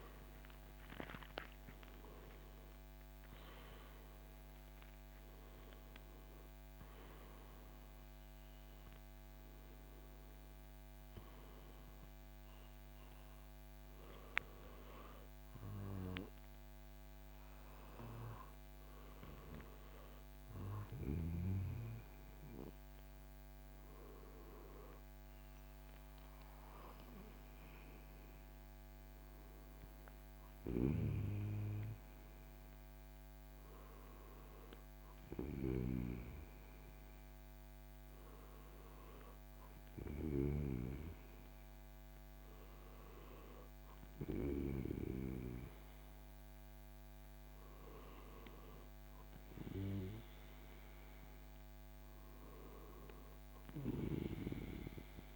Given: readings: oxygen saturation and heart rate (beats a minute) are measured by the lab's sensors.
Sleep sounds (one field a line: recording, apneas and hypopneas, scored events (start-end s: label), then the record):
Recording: breathing in sleep by a microphone on the trachea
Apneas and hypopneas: none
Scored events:
29.50-55.36 s: new sleep stage, N2 (light sleep)
From the record:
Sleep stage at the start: N1 (lightest sleep)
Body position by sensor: on the back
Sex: male